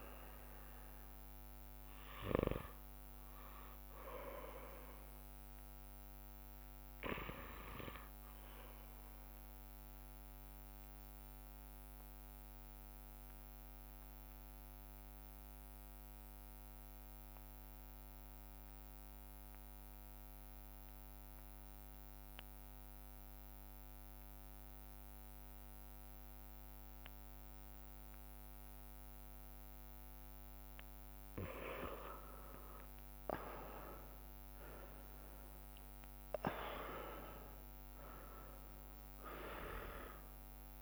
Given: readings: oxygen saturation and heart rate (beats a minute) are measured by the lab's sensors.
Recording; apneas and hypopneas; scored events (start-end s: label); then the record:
breathing in sleep by a microphone on the trachea; 1
0.00-11.50 s: oxygen desaturation (device-marked, oxygen 87% lowest)
9.00-30.00 s: obstructive apnea (oxygen 97% before, 90% lowest)
29.50-40.82 s: oxygen desaturation (device-marked, oxygen 99% before, 90% lowest)
33.50-38.00 s: arousal
From the record:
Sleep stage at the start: REM sleep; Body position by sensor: on the right side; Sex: male